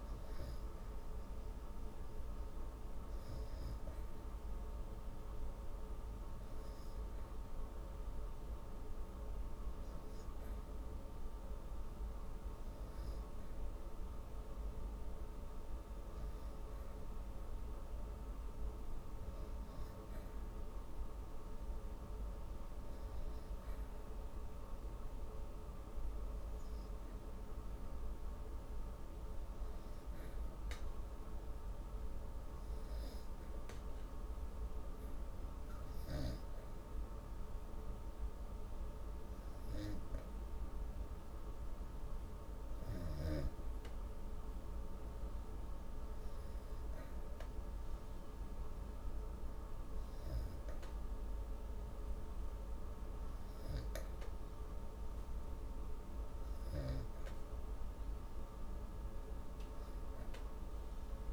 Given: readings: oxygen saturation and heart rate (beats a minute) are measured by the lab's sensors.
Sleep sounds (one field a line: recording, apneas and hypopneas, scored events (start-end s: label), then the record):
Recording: breathing in sleep, hard to hear, by a room microphone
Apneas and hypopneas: 1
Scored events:
31.00-44.50 s: hypopnea (oxygen 98% before, 95% lowest, heart rate 119 before, 102 extreme, up 16 after)
46.50-49.00 s: arousal
From the record:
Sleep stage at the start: N2 (light sleep)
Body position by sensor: on the back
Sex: female